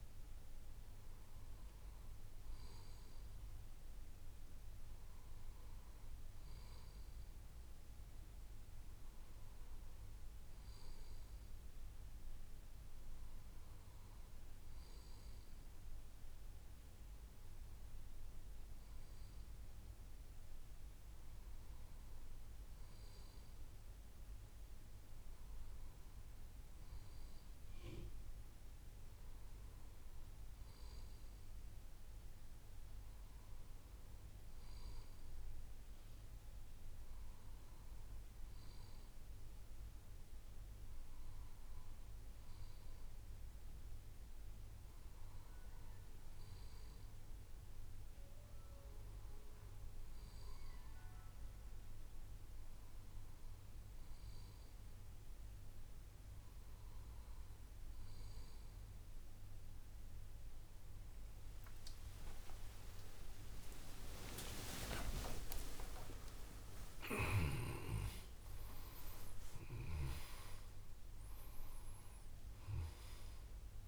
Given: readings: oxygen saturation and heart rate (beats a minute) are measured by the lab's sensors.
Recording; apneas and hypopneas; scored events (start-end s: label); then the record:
a person partly awake in a sleep study, by a room microphone; none
48.00-73.88 s: new sleep stage, awake
From the record:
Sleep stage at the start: N2 (light sleep); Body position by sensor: on the left side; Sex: male